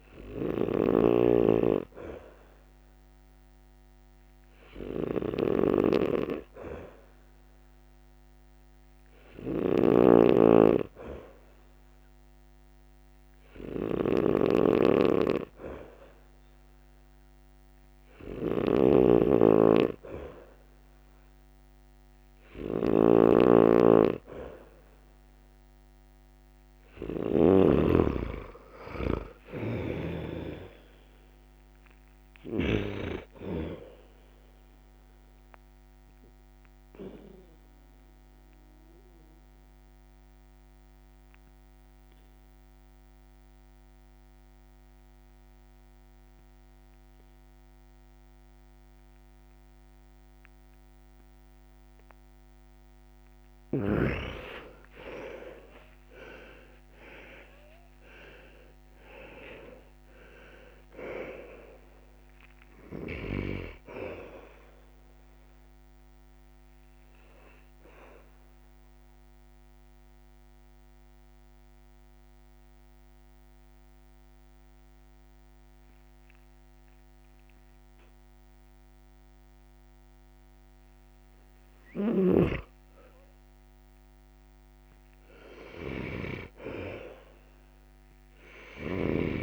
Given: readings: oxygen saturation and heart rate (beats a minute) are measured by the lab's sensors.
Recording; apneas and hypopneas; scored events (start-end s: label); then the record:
breathing in sleep by a microphone on the trachea; 2
9.00-27.50 s: snoring (device-marked)
28.50-32.00 s: arousal
36.00-51.50 s: obstructive apnea (oxygen 95% before, 89% lowest, heart rate 72 before, 61 extreme, up 7 after)
53.50-58.00 s: arousal
67.50-82.50 s: mixed apnea (oxygen 98% before, 89% lowest, heart rate 72 before, 60 extreme, up 12 after)
70.50-85.50 s: oxygen desaturation (device-marked, oxygen 98% before, 89% lowest, heart rate 72 before, 61 extreme)
85.00-89.43 s: arousal
From the record:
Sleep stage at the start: N2 (light sleep); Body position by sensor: on the back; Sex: male